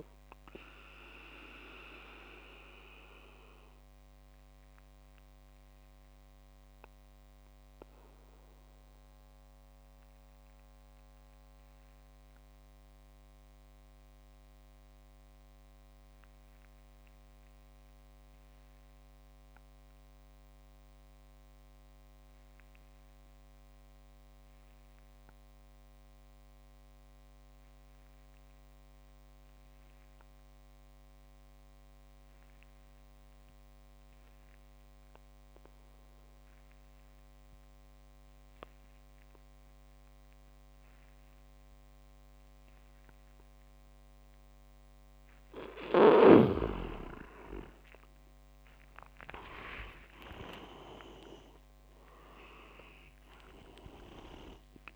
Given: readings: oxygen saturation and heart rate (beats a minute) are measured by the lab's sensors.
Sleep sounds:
breathing in sleep by a microphone on the trachea; 1
1.00-45.00 s: obstructive apnea (oxygen 98% before, 88% lowest)
7.00-18.00 s: oxygen desaturation (device-marked, oxygen 94% before, 91% lowest)
33.00-52.00 s: oxygen desaturation (device-marked, oxygen 98% before, 93% lowest)
46.00-54.96 s: tachycardia (device-marked)
49.50-51.50 s: leg movement (device-marked)
50.00-54.96 s: arousal
From the record:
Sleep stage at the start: N2 (light sleep); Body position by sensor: on the back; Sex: male

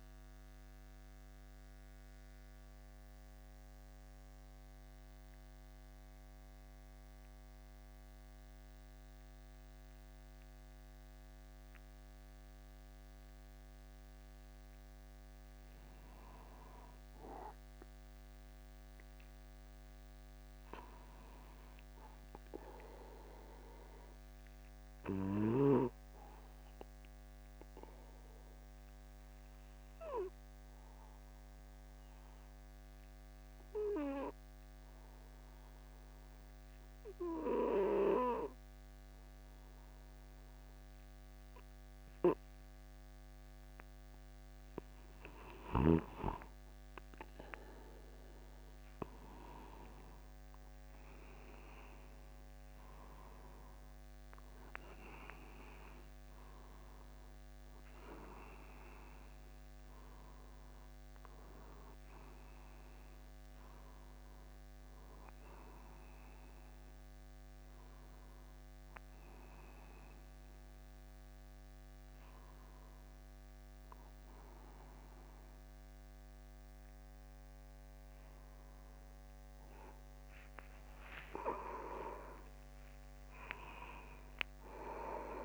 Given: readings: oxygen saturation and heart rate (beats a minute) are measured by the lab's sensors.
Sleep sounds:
breathing in sleep by a microphone on the trachea; 2
1.50-14.50 s: mixed apnea (oxygen 96% before, 95% lowest, heart rate 55 before, 49 extreme, up 0 after)
17.00-20.00 s: arousal
23.00-44.00 s: obstructive apnea (oxygen 98% before, 94% lowest, heart rate 50 before, 49 extreme, up 10 after)
47.50-50.50 s: arousal
55.50-85.44 s: new sleep stage, N1 (lightest sleep)
82.00-84.00 s: long interval between heartbeats (device-marked, heart rate 51 before, 77 extreme)
82.00-85.44 s: arousal
84.00-85.44 s: long interval between heartbeats (device-marked, heart rate 54 before, 119 extreme)
From the record:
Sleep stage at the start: N2 (light sleep); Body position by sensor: upright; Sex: male

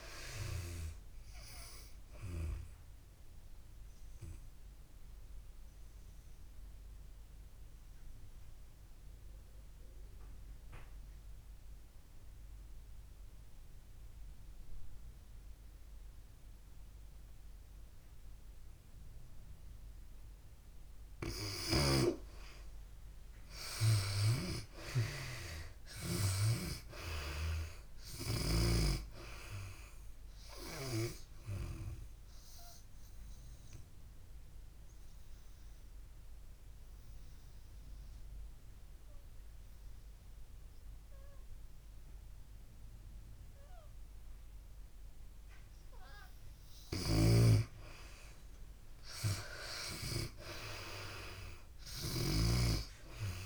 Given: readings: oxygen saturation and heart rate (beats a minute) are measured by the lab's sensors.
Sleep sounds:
breathing in sleep by a room microphone; 2
3.00-20.00 s: obstructive apnea (oxygen 95% before, 73% lowest)
8.50-23.50 s: oxygen desaturation (device-marked, oxygen 95% before, 77% lowest)
22.50-25.50 s: arousal
25.50-52.50 s: oxygen desaturation (device-marked, oxygen 95% before, 73% lowest)
33.00-46.00 s: obstructive apnea (oxygen 95% before, 72% lowest)
47.00-52.50 s: snoring (device-marked)
49.00-51.50 s: arousal
From the record:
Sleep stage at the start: N2 (light sleep); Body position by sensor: on the back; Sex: female

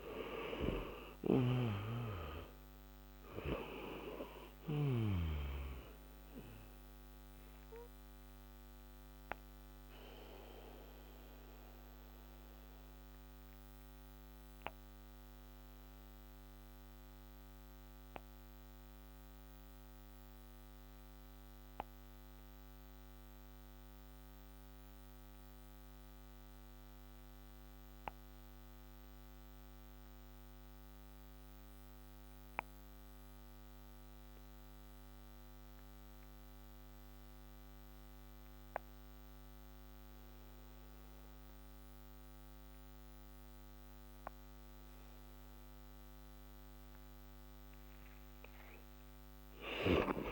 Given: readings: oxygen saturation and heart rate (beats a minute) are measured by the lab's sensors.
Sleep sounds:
breathing in sleep by a microphone on the trachea; 1
0.00-3.00 s: arousal
6.00-30.00 s: oxygen desaturation (device-marked, oxygen 95% before, 85% lowest, heart rate 63 before, 56 extreme)
8.00-45.50 s: obstructive apnea (oxygen 97% before, 85% lowest, heart rate 62 before, 54 extreme, up 14 after)
48.00-50.32 s: arousal
From the record:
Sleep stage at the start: N2 (light sleep); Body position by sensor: on the back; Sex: male

